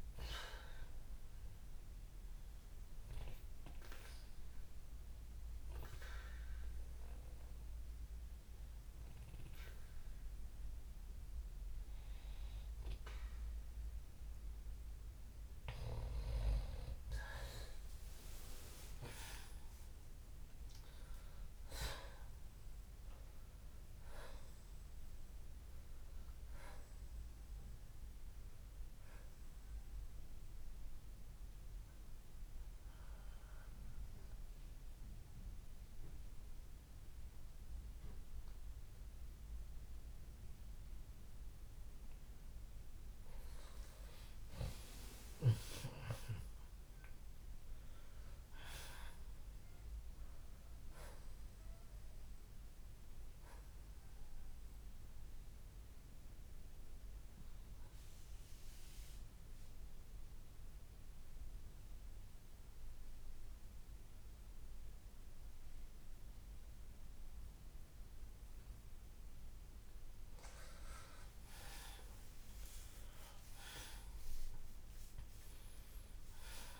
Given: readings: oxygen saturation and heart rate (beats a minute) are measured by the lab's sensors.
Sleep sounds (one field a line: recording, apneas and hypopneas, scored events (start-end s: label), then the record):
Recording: breathing in sleep by a room microphone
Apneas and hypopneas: 3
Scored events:
0.00-18.50 s: oxygen desaturation (device-marked, oxygen 88% lowest, heart rate 53 extreme)
2.00-13.00 s: hypopnea (oxygen 94% before, 84% lowest, heart rate 63 before, 59 extreme, up 9 after)
19.00-23.00 s: arousal
28.50-50.50 s: oxygen desaturation (device-marked, oxygen 91% before, 84% lowest, heart rate 66 before, 52 extreme)
31.50-42.00 s: mixed apnea (oxygen 91% before, 84% lowest, heart rate 66 before, 53 extreme, up 21 after)
51.00-55.00 s: arousal
58.50-69.50 s: central apnea (oxygen 95% before, 85% lowest, heart rate 65 before, 52 extreme, up 11 after)
61.50-74.50 s: oxygen desaturation (device-marked, oxygen 95% before, 87% lowest, heart rate 67 before, 52 extreme)
71.50-75.00 s: arousal
From the record:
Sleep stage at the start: N2 (light sleep)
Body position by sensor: on the left side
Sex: male